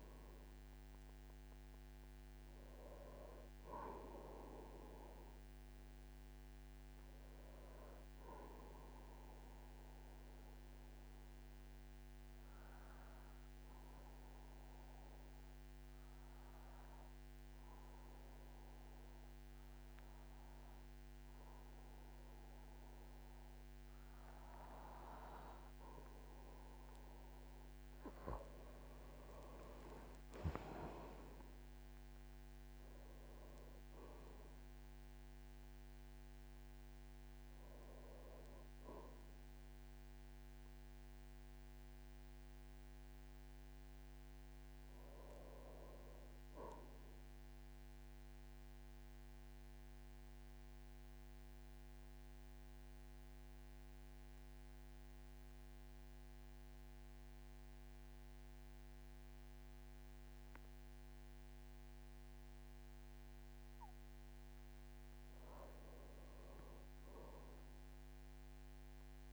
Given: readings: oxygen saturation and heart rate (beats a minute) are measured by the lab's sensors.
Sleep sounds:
breathing in sleep by a microphone on the trachea; 2
0.00-17.50 s: oxygen desaturation (device-marked, oxygen 92% lowest, heart rate 47 extreme)
7.50-24.50 s: obstructive apnea (oxygen 96% before, 89% lowest, heart rate 56 before, 49 extreme, up 10 after)
29.50-59.50 s: oxygen desaturation (device-marked, oxygen 97% before, 89% lowest, heart rate 52 before, 47 extreme)
31.00-34.50 s: arousal
49.00-64.00 s: central apnea (oxygen 97% before, 90% lowest, heart rate 57 before, 47 extreme, up 12 after)
66.00-69.00 s: arousal
From the record:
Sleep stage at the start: N2 (light sleep); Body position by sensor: on the back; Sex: male

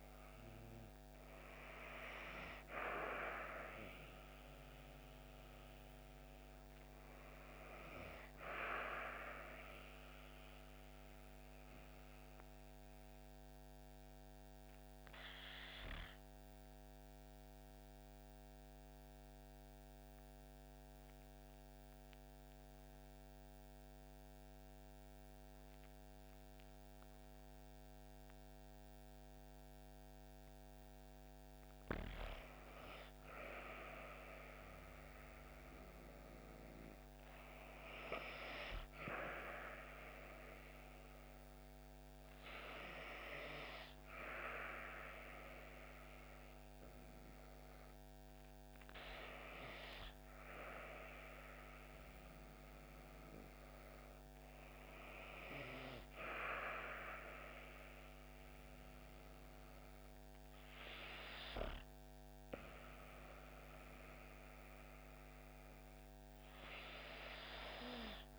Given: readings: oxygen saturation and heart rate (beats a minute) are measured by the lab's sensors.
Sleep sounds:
breathing in sleep by a microphone on the trachea; 1
6.50-32.50 s: oxygen desaturation (device-marked, oxygen 95% before, 87% lowest)
11.00-31.50 s: obstructive apnea (oxygen 95% before, 87% lowest)
34.50-39.00 s: arousal
52.50-68.39 s: oxygen desaturation (device-marked, oxygen 97% before, 92% lowest)
62.00-65.50 s: arousal
From the record:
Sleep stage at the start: REM sleep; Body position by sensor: on the back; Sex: female

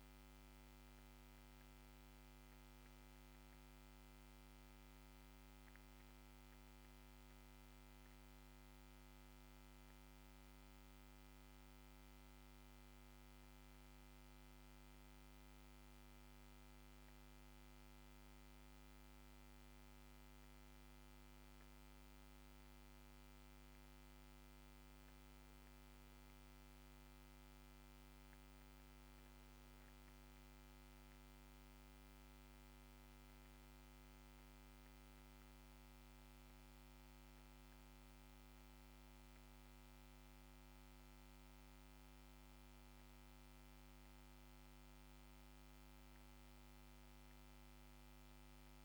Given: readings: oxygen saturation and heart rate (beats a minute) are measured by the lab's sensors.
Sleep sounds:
breathing in sleep, hard to hear, by a microphone on the trachea; none
2.00-14.00 s: oxygen desaturation (device-marked, oxygen 95% before, 91% lowest, heart rate 57 before, 52 extreme)
26.00-29.50 s: arousal
From the record:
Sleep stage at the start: N2 (light sleep); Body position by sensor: on the back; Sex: male

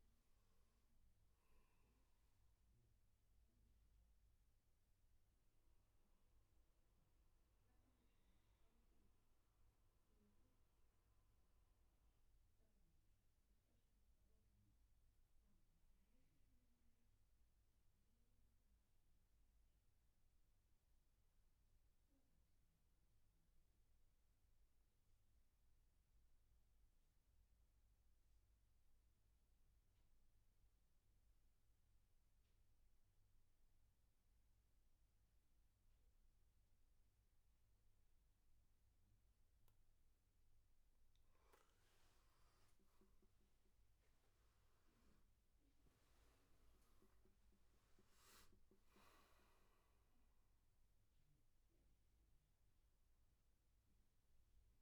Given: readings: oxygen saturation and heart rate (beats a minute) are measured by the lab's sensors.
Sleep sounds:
breathing in sleep, hard to hear, by a room microphone; 1
0.00-8.50 s: oxygen desaturation (device-marked, oxygen 91% lowest, heart rate 66 extreme)
4.00-40.00 s: mixed apnea (oxygen 97% before, 90% lowest, heart rate 78 before, 63 extreme, up 18 after)
30.50-54.81 s: oxygen desaturation (device-marked, oxygen 99% before, 90% lowest, heart rate 71 before, 62 extreme)
42.00-46.00 s: arousal
From the record:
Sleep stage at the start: N2 (light sleep); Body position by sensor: on the back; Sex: male

